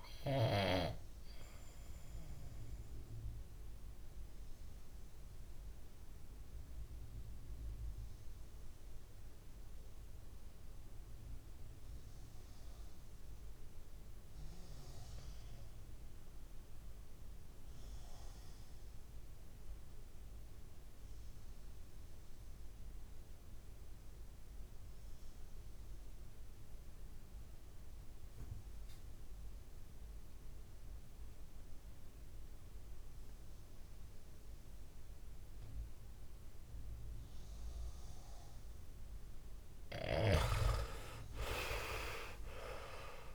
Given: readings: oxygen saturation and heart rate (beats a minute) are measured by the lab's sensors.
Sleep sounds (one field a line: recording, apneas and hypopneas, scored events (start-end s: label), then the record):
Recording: breathing in sleep by a room microphone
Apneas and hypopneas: 1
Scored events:
0.50-39.00 s: mixed apnea (oxygen 99% before, 90% lowest, heart rate 61 before, 49 extreme, up 6 after)
41.00-43.34 s: arousal
From the record:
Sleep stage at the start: REM sleep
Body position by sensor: on the back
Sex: male